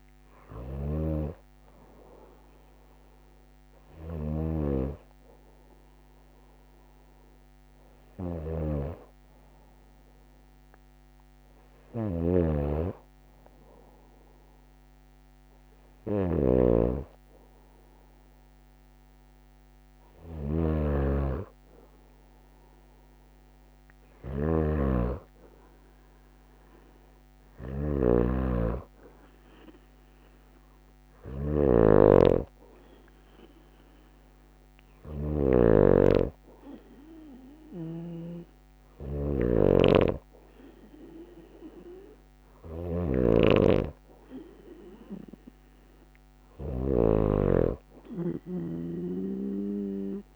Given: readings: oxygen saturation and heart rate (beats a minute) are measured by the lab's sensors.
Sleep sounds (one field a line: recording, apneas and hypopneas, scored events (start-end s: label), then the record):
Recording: breathing in sleep by a microphone on the trachea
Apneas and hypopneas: none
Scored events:
11.50-16.00 s: snoring (device-marked)
27.00-31.50 s: snoring (device-marked)
From the record:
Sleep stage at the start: N2 (light sleep)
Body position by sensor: on the right side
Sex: female